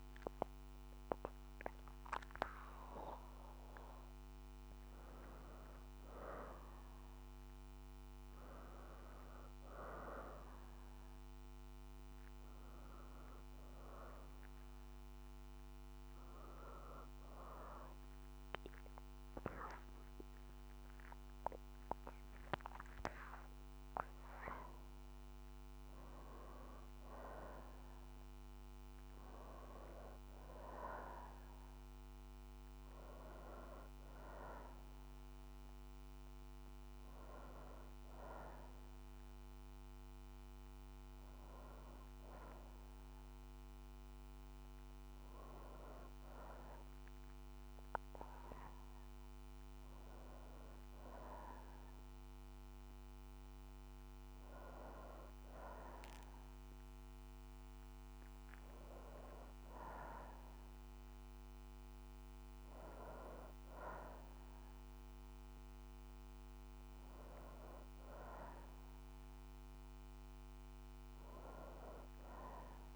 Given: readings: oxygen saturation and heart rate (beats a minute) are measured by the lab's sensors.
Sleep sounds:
a person partly awake in a sleep study, by a microphone on the trachea; none
0.50-30.50 s: new sleep stage, N1 (lightest sleep)
9.50-25.50 s: oxygen desaturation (device-marked, oxygen 97% before, 90% lowest, heart rate 63 before, 61 extreme)
30.50-72.96 s: new sleep stage, N2 (light sleep)
39.50-48.50 s: oxygen desaturation (device-marked, oxygen 97% before, 92% lowest, heart rate 67 before, 62 extreme)
From the record:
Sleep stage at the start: awake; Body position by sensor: on the back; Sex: female

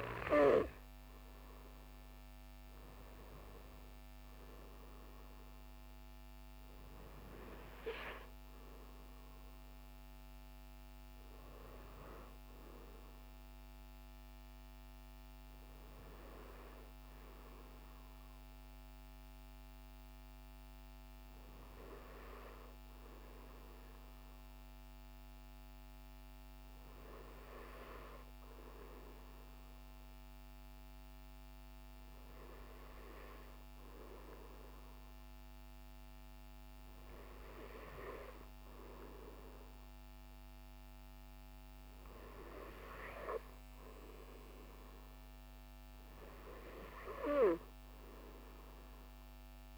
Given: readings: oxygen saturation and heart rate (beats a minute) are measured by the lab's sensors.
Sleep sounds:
breathing in sleep by a microphone on the trachea; none
none scored
From the record:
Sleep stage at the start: N2 (light sleep); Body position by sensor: on the right side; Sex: male

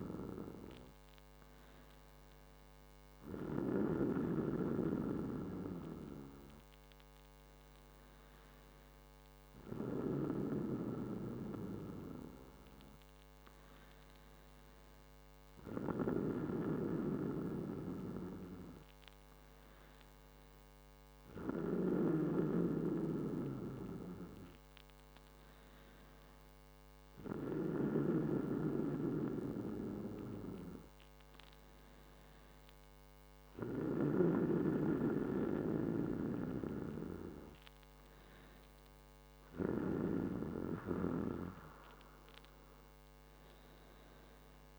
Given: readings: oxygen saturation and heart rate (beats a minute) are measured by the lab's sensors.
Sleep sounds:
breathing in sleep by a microphone on the trachea; none
none scored
From the record:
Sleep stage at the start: N2 (light sleep); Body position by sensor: on the back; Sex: male

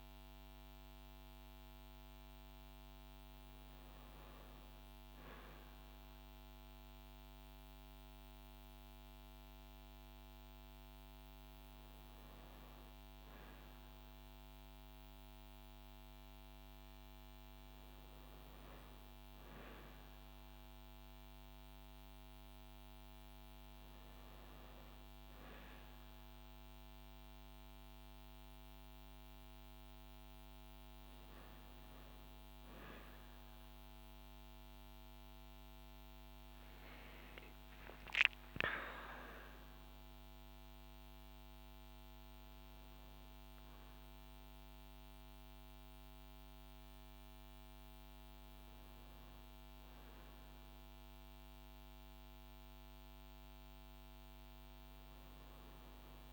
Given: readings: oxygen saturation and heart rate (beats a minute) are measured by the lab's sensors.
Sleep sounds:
a person awake in a sleep study, hard to hear, by a microphone on the trachea; none
none scored
From the record:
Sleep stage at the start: awake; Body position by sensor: on the back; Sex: female

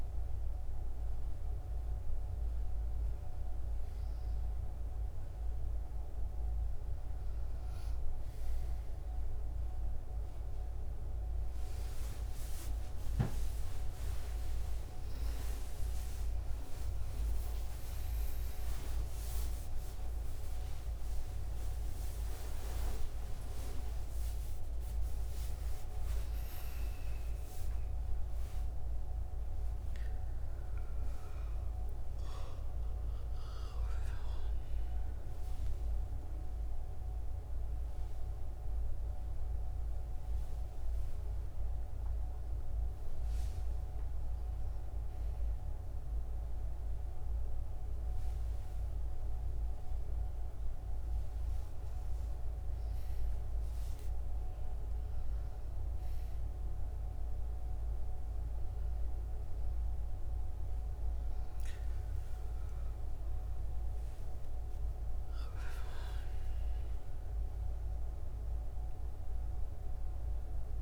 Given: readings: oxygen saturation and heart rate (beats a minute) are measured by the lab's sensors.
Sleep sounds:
a person awake in a sleep study, hard to hear, by a room microphone; none
60.00-70.82 s: new sleep stage, N1 (lightest sleep)
From the record:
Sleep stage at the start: awake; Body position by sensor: on the back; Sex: female

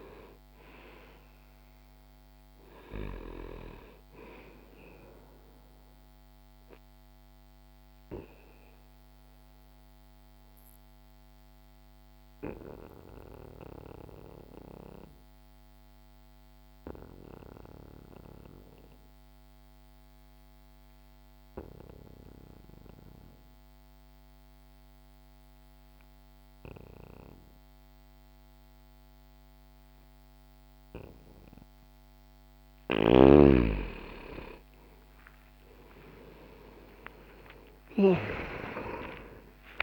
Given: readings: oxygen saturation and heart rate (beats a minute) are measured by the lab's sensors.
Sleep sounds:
breathing in sleep by a microphone on the trachea; 1
6.50-32.00 s: obstructive apnea (oxygen 97% before, 89% lowest)
10.50-23.50 s: oxygen desaturation (device-marked, oxygen 96% before, 89% lowest)
32.50-38.00 s: snoring (device-marked)
32.50-39.83 s: oxygen desaturation (device-marked, oxygen 95% before, 91% lowest)
33.50-39.50 s: arousal
From the record:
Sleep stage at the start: N2 (light sleep); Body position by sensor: on the back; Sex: male

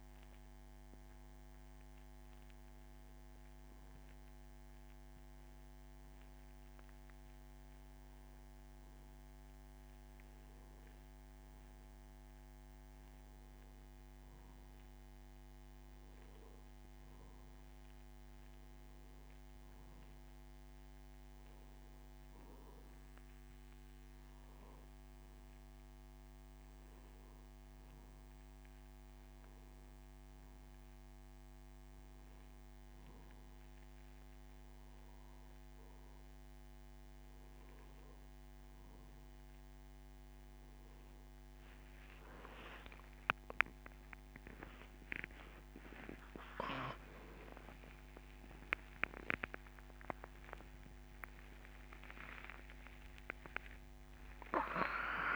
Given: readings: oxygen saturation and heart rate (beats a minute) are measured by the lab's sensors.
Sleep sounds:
a person partly awake in a sleep study, by a microphone on the trachea; none
41.00-55.36 s: new sleep stage, awake
From the record:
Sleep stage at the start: N1 (lightest sleep); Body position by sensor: on the back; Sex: male

